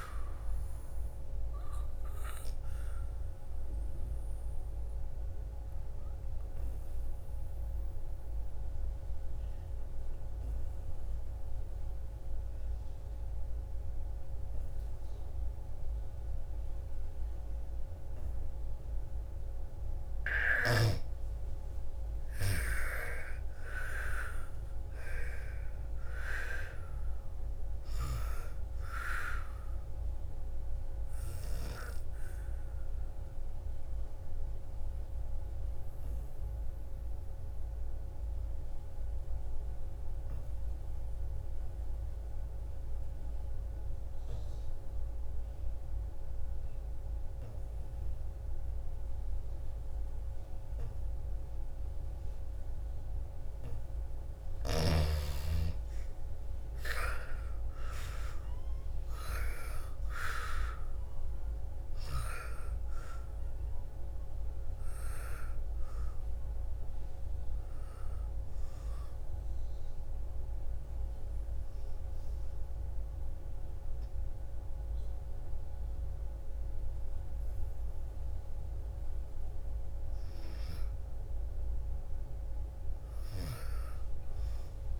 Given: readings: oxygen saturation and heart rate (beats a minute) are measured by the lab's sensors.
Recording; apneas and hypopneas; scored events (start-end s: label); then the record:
breathing in sleep by a room microphone; 3
0.50-19.00 s: obstructive apnea (oxygen 99% before, 81% lowest, heart rate 58 before, 53 extreme, up 10 after)
1.00-15.00 s: oxygen desaturation (device-marked, oxygen 99% before, 88% lowest, heart rate 58 before, 53 extreme)
20.00-42.00 s: oxygen desaturation (device-marked, oxygen 98% before, 84% lowest, heart rate 60 before, 53 extreme)
22.00-27.00 s: arousal
31.50-53.00 s: obstructive apnea (oxygen 98% before, 81% lowest, heart rate 61 before, 53 extreme, up 12 after)
51.00-77.00 s: oxygen desaturation (device-marked, oxygen 99% before, 81% lowest, heart rate 58 before, 55 extreme)
55.00-60.00 s: arousal
69.00-80.00 s: obstructive apnea (oxygen 99% before, 81% lowest, heart rate 66 before, 55 extreme, up 8 after)
83.00-85.00 s: arousal
From the record:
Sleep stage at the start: N2 (light sleep); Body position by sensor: on the back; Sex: female